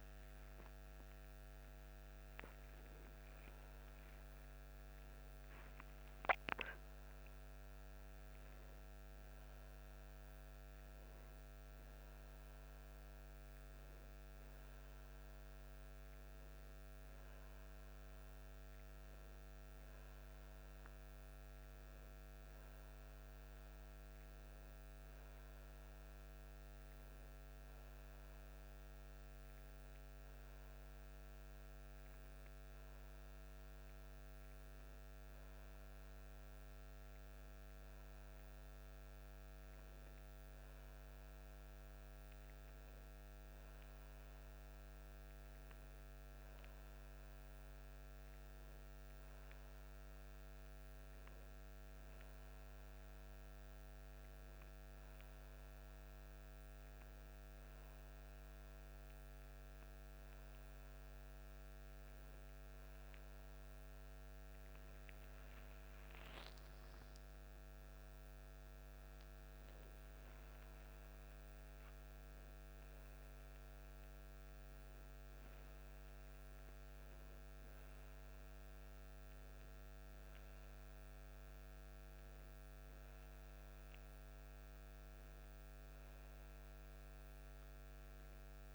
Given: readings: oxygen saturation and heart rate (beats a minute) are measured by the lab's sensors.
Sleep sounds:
breathing in sleep, hard to hear, by a microphone on the trachea; none
66.00-70.50 s: arousal
From the record:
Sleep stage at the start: N2 (light sleep); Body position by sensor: on the back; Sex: male

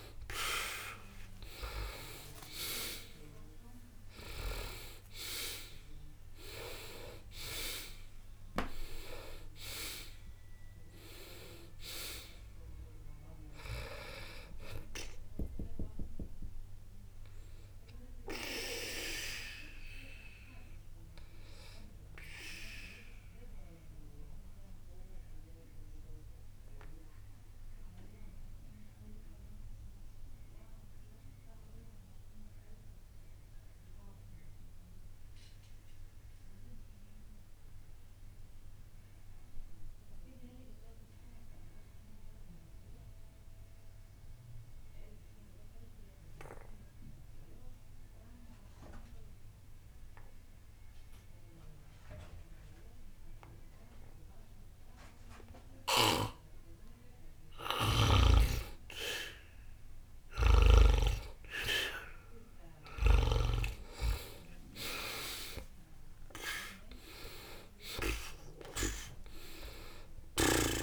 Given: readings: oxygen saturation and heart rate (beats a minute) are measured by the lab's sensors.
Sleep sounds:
breathing in sleep by a room microphone; 1
0.00-39.50 s: oxygen desaturation (device-marked, oxygen 78% lowest, heart rate 60 extreme)
23.50-57.50 s: mixed apnea (oxygen 95% before, 78% lowest, heart rate 60 before, 59 extreme, up 0 after)
57.50-70.83 s: oxygen desaturation (device-marked, oxygen 98% before, 80% lowest, heart rate 60 before, 59 extreme)
62.50-66.50 s: arousal
From the record:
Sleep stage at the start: N2 (light sleep); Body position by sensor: on the back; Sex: male

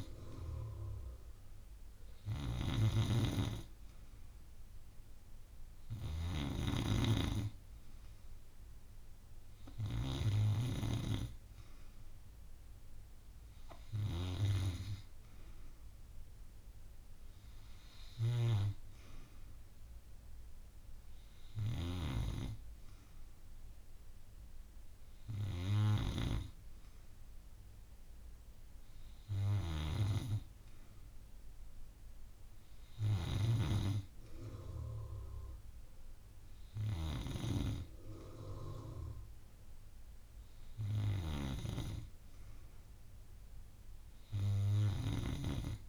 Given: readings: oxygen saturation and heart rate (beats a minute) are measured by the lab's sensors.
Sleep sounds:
breathing in sleep by a room microphone; none
0.00-4.50 s: bradycardia (device-marked)
0.00-10.00 s: snoring (device-marked)
25.50-45.89 s: snoring (device-marked)
37.50-45.89 s: new sleep stage, awake
From the record:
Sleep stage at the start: N2 (light sleep); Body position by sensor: on the back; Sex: female

